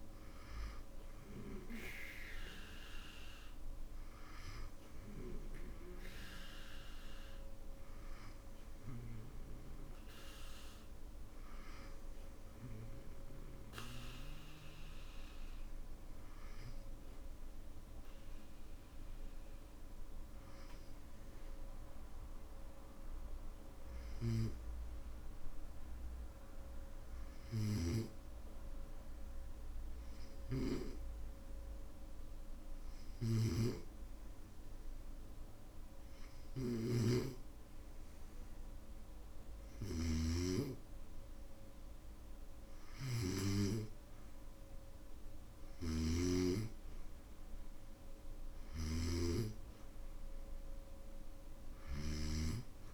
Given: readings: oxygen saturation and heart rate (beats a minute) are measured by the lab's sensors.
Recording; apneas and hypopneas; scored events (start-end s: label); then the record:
breathing in sleep by a room microphone; 1
0.00-2.00 s: oxygen desaturation (device-marked, oxygen 94% lowest, heart rate 55 extreme)
28.50-43.50 s: hypopnea (oxygen 98% before, 95% lowest, heart rate 57 before, 58 extreme, up 3 after)
33.00-52.94 s: snoring (device-marked)
45.50-48.50 s: arousal
From the record:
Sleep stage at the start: N2 (light sleep); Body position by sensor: on the back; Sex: male